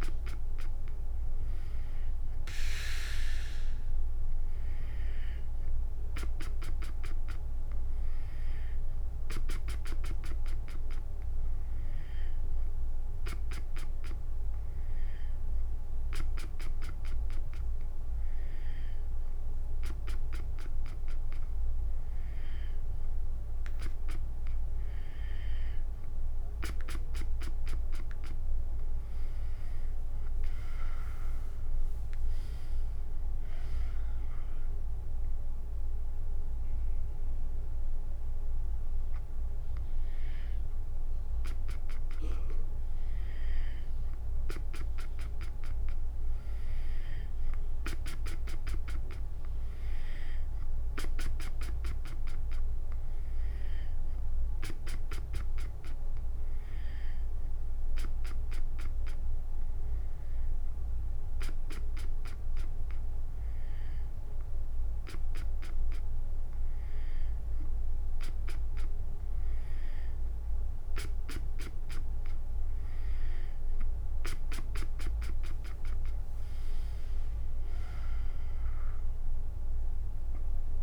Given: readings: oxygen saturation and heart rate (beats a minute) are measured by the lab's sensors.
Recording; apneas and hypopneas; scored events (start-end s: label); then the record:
breathing in sleep by a room microphone; 1
25.00-29.00 s: arousal
31.50-41.50 s: hypopnea (oxygen 96% before, 94% lowest, heart rate 71 before, 69 extreme)
46.00-49.50 s: arousal
79.00-80.83 s: arousal
From the record:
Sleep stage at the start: N2 (light sleep); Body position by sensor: on the back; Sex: female